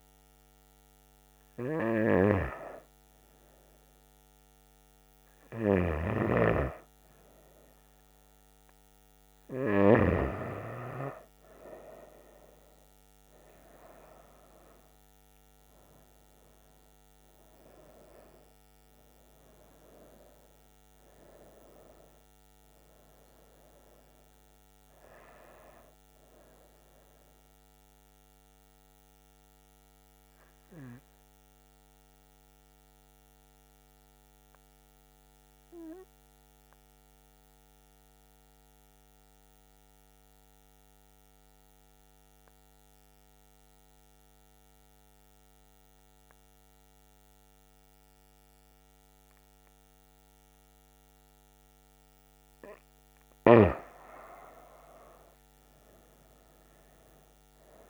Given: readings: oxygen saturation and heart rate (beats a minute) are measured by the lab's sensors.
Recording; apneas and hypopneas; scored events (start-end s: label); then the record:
breathing in sleep by a microphone on the trachea; 1
31.00-51.50 s: mixed apnea (oxygen 97% before, 91% lowest, heart rate 75 before, 65 extreme, up 6 after)
48.00-57.90 s: oxygen desaturation (device-marked, oxygen 97% before, 91% lowest, heart rate 68 before, 63 extreme)
From the record:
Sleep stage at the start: N2 (light sleep); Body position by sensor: on the back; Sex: female